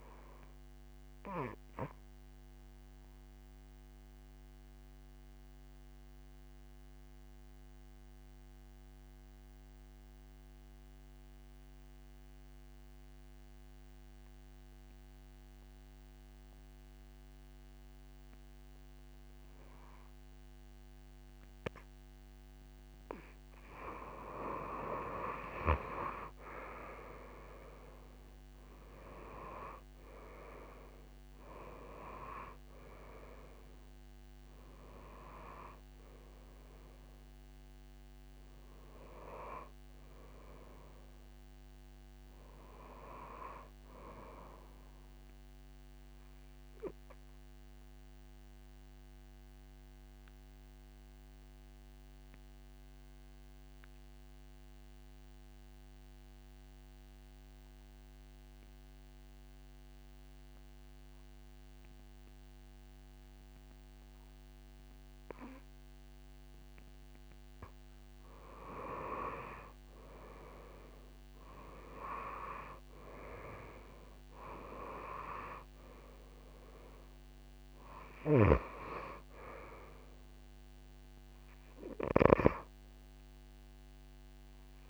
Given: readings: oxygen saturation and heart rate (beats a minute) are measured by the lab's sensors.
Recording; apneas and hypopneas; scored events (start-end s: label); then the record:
breathing in sleep by a microphone on the trachea; 2
0.00-18.50 s: oxygen desaturation (device-marked, oxygen 88% lowest)
0.50-22.00 s: obstructive apnea (oxygen 97% before, 88% lowest)
24.50-28.00 s: arousal
32.50-46.50 s: oxygen desaturation (device-marked, oxygen 96% before, 91% lowest)
45.50-67.00 s: obstructive apnea (oxygen 98% before, 89% lowest)
71.00-76.00 s: arousal
71.50-84.90 s: oxygen desaturation (device-marked, oxygen 98% before, 90% lowest)
From the record:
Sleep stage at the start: N2 (light sleep); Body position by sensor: on the back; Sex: female